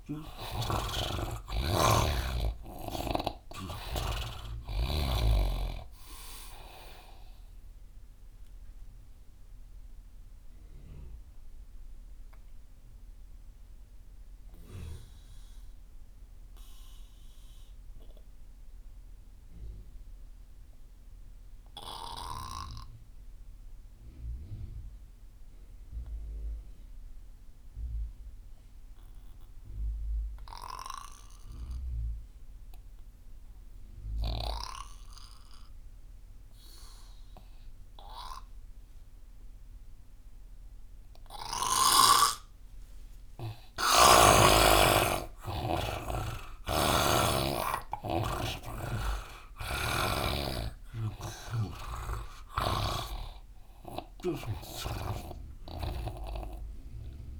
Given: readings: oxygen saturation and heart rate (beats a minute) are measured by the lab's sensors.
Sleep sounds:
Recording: breathing in sleep by a room microphone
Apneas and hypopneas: 1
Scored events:
0.00-19.00 s: oxygen desaturation (device-marked, oxygen 90% lowest)
8.50-43.00 s: obstructive apnea (oxygen 99% before, 84% lowest)
34.00-57.40 s: oxygen desaturation (device-marked, oxygen 99% before, 84% lowest)
45.00-48.50 s: arousal
47.00-50.50 s: snoring (device-marked)
From the record:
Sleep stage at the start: N2 (light sleep)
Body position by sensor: on the right side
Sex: male

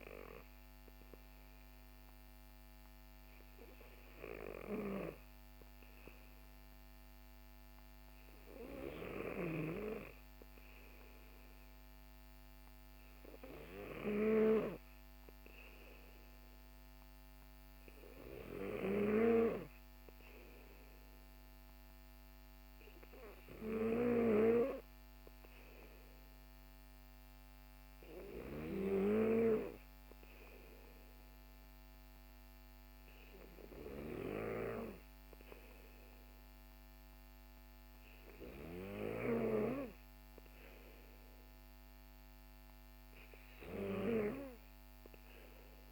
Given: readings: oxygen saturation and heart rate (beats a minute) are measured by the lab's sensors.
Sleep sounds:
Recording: breathing in sleep by a microphone on the trachea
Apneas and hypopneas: none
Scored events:
none scored
From the record:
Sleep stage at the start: N2 (light sleep)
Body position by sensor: on the back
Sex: male

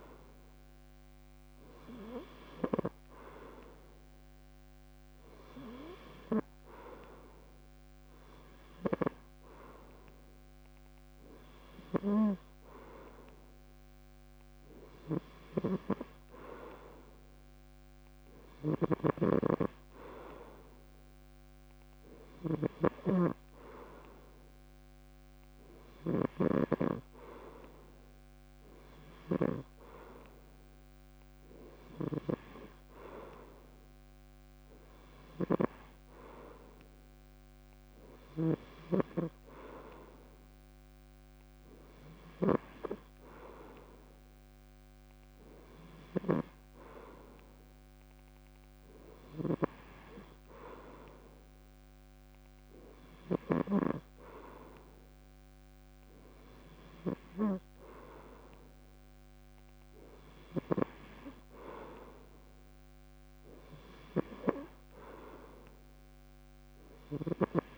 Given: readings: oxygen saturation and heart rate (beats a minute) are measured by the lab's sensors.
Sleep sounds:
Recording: breathing in sleep by a microphone on the trachea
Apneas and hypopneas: none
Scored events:
15.00-42.50 s: snoring (device-marked)
49.00-53.50 s: snoring (device-marked)
From the record:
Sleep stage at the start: N3 (deep sleep)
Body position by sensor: on the back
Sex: male

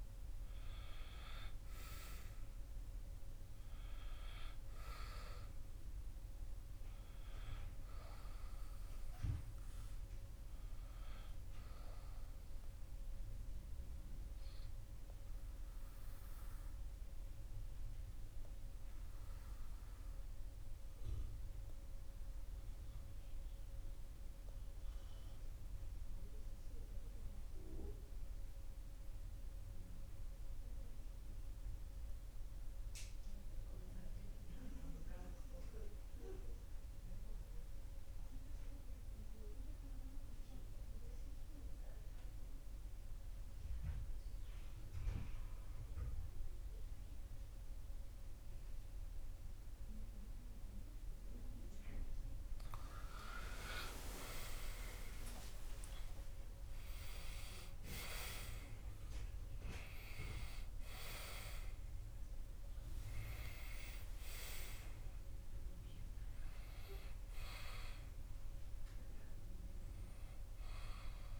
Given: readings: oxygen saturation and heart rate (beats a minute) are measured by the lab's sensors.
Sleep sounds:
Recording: breathing in sleep by a room microphone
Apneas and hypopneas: 1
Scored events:
15.00-53.00 s: obstructive apnea (oxygen 98% before, 90% lowest)
44.50-71.40 s: oxygen desaturation (device-marked, oxygen 98% before, 90% lowest)
54.00-58.50 s: arousal
From the record:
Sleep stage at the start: N2 (light sleep)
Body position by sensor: on the back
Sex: male

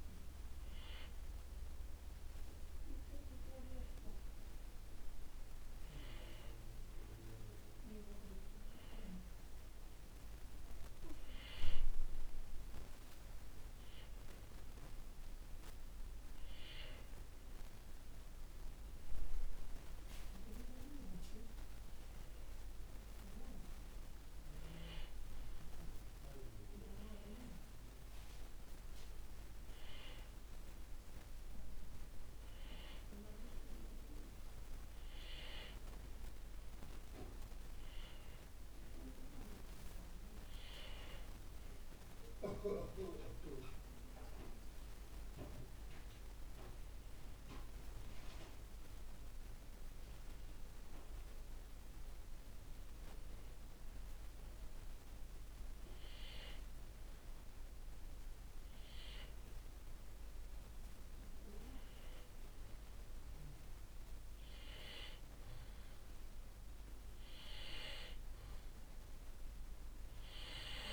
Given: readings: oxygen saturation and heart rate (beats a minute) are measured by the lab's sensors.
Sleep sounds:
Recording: breathing in sleep by a room microphone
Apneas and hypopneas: none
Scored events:
none scored
From the record:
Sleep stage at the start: N2 (light sleep)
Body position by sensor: on the back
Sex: male

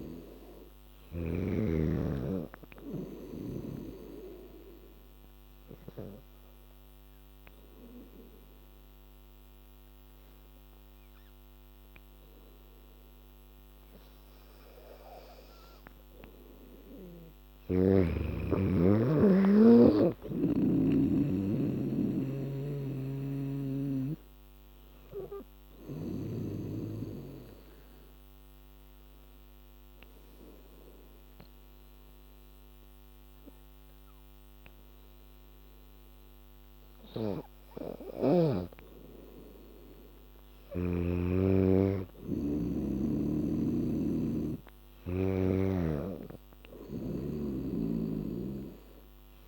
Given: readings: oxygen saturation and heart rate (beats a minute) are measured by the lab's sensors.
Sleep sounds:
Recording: breathing in sleep by a microphone on the trachea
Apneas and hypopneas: 2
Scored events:
3.50-14.50 s: obstructive apnea (oxygen 98% before, 92% lowest, heart rate 84 before, 79 extreme, up 1 after)
16.00-19.00 s: arousal
21.50-38.50 s: oxygen desaturation (device-marked, oxygen 97% before, 92% lowest, heart rate 83 before, 79 extreme)
22.50-26.00 s: snoring (device-marked)
27.00-38.00 s: obstructive apnea (oxygen 97% before, 92% lowest, heart rate 82 before, 79 extreme, up 5 after)
40.50-49.48 s: oxygen desaturation (device-marked, oxygen 99% before, 93% lowest, heart rate 82 before, 78 extreme)
41.00-45.00 s: arousal
48.00-49.48 s: snoring (device-marked)
From the record:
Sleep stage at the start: N3 (deep sleep)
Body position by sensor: on the back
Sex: female

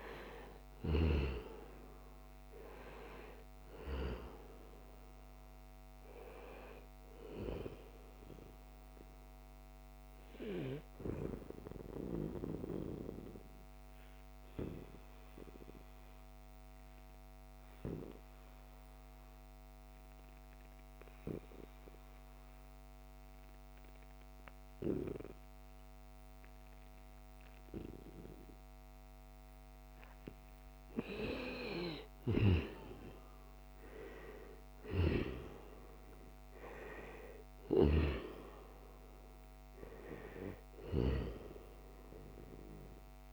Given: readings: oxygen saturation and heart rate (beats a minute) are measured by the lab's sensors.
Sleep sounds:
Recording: breathing in sleep by a microphone on the trachea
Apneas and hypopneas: 1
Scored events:
0.00-1.00 s: arousal
0.00-18.00 s: oxygen desaturation (device-marked, oxygen 91% lowest, heart rate 72 extreme)
12.00-30.50 s: obstructive apnea (oxygen 96% before, 90% lowest, heart rate 77 before, 72 extreme, up 6 after)
31.50-35.00 s: arousal
34.00-43.33 s: oxygen desaturation (device-marked, oxygen 96% before, 91% lowest, heart rate 75 before, 68 extreme)
From the record:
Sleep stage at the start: N2 (light sleep)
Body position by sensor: on the right side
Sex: male

